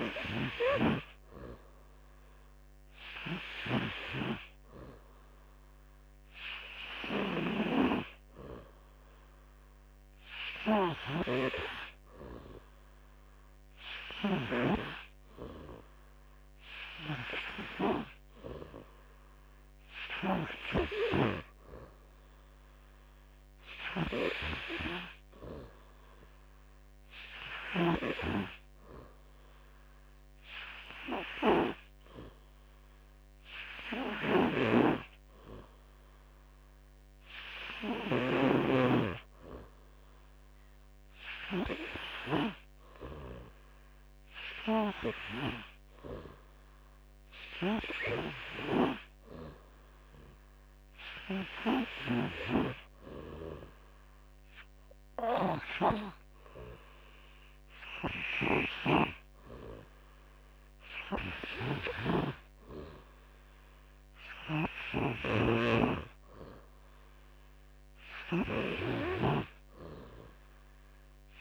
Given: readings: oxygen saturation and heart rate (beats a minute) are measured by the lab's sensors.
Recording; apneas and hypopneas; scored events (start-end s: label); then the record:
breathing in sleep by a microphone on the trachea; none
34.00-38.50 s: snoring (device-marked)
58.00-64.50 s: snoring (device-marked)
From the record:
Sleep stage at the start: N3 (deep sleep); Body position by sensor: on the back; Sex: male